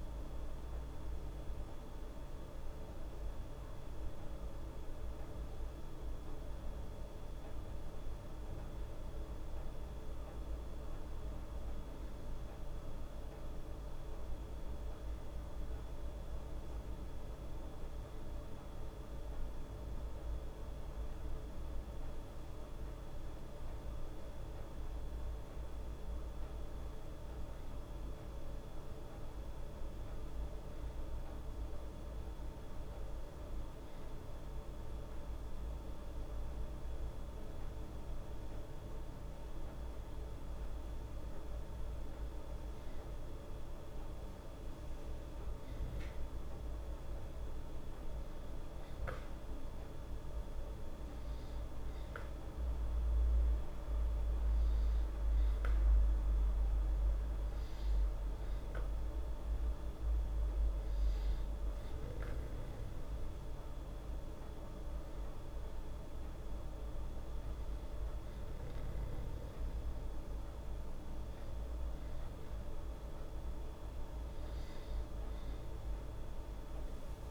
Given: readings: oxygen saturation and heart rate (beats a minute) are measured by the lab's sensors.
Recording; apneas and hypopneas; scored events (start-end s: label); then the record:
breathing in sleep, hard to hear, by a room microphone; none
none scored
From the record:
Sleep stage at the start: N2 (light sleep); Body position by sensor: on the back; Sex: female